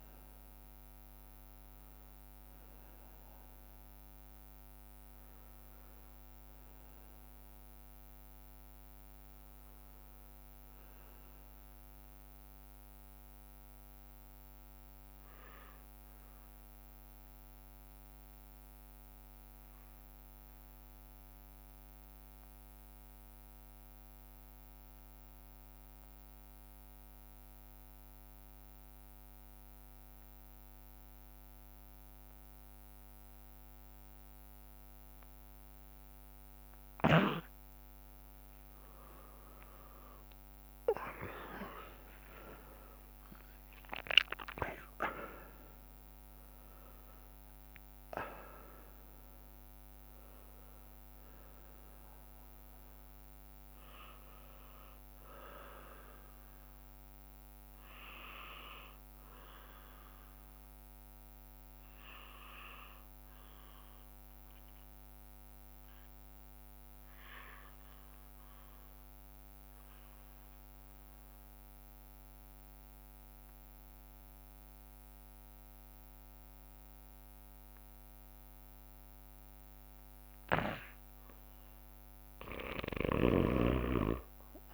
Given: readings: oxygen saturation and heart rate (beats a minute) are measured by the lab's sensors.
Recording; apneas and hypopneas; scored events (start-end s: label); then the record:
breathing in sleep by a microphone on the trachea; 2
0.00-16.50 s: oxygen desaturation (device-marked, oxygen 86% lowest)
1.50-37.00 s: obstructive apnea (oxygen 99% before, 86% lowest)
34.50-63.50 s: oxygen desaturation (device-marked, oxygen 100% before, 87% lowest)
39.50-44.50 s: arousal
53.50-80.50 s: obstructive apnea (oxygen 100% before, 87% lowest)
From the record:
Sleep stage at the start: REM sleep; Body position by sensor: on the right side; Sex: male